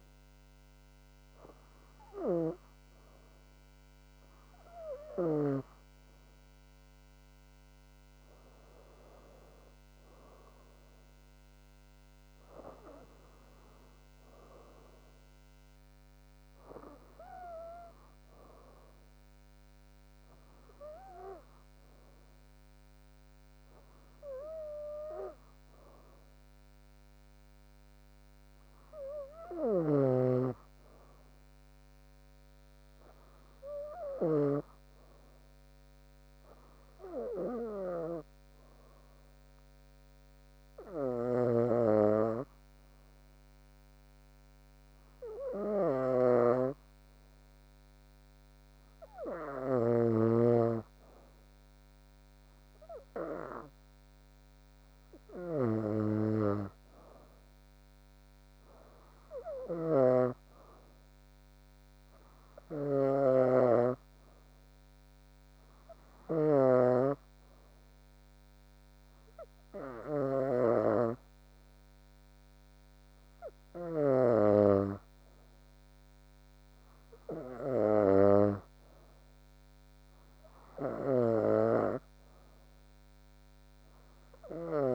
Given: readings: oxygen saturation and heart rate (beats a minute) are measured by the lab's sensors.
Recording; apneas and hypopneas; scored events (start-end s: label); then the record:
breathing in sleep by a microphone on the trachea; 1
10.00-12.00 s: long interval between heartbeats (device-marked, heart rate 70 before, 78 extreme)
30.00-33.00 s: arousal
32.50-34.50 s: long interval between heartbeats (device-marked, heart rate 69 before, 79 extreme)
37.50-48.50 s: hypopnea (oxygen 97% before, 93% lowest, heart rate 71 before, 70 extreme, up 6 after)
41.00-43.00 s: long interval between heartbeats (device-marked, heart rate 72 before, 74 extreme)
50.50-54.00 s: arousal
54.50-56.50 s: long interval between heartbeats (device-marked, heart rate 78 before, 77 extreme)
57.50-59.50 s: long interval between heartbeats (device-marked, heart rate 77 before, 95 extreme)
60.50-62.50 s: long interval between heartbeats (device-marked, heart rate 84 before, 127 extreme)
62.50-64.50 s: long interval between heartbeats (device-marked, heart rate 89 before, 125 extreme)
69.00-71.00 s: long interval between heartbeats (device-marked, heart rate 95 before, 80 extreme)
From the record:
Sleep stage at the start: N2 (light sleep); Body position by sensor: on the back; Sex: female